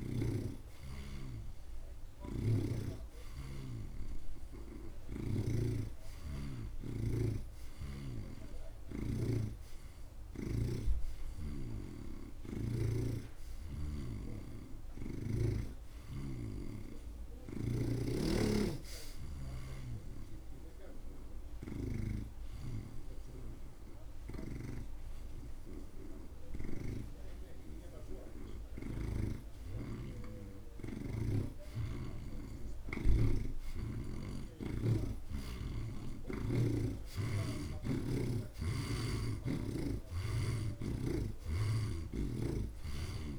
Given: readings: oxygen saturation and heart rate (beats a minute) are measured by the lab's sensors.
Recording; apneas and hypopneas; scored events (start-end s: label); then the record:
breathing in sleep by a room microphone; 1
0.00-1.50 s: snoring (device-marked)
3.50-7.00 s: snoring (device-marked)
10.00-15.00 s: arousal
14.00-25.00 s: snoring (device-marked)
21.50-32.00 s: hypopnea (oxygen 85% before, 77% lowest)
27.00-33.50 s: snoring (device-marked)
33.50-37.00 s: arousal
From the record:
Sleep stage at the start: N2 (light sleep); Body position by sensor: on the right side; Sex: male